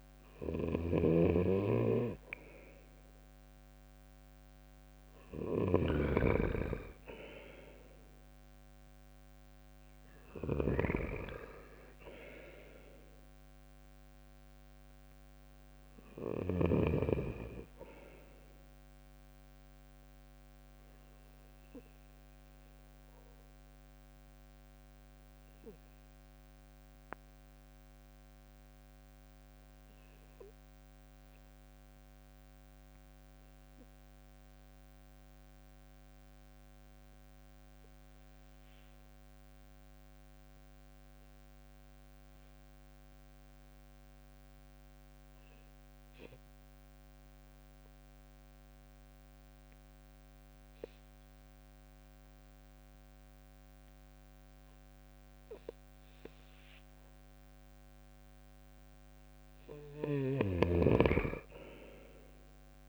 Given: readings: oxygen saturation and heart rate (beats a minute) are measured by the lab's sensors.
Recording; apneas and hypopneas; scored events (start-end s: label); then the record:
breathing in sleep by a microphone on the trachea; 1
0.00-5.50 s: snoring (device-marked)
12.50-17.00 s: arousal
18.00-37.00 s: oxygen desaturation (device-marked, oxygen 92% before, 89% lowest, heart rate 75 before, 69 extreme)
24.50-57.50 s: obstructive apnea (oxygen 92% before, 89% lowest, heart rate 74 before, 69 extreme, up 3 after)
60.50-62.89 s: arousal
From the record:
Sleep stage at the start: REM sleep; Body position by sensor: on the right side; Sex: male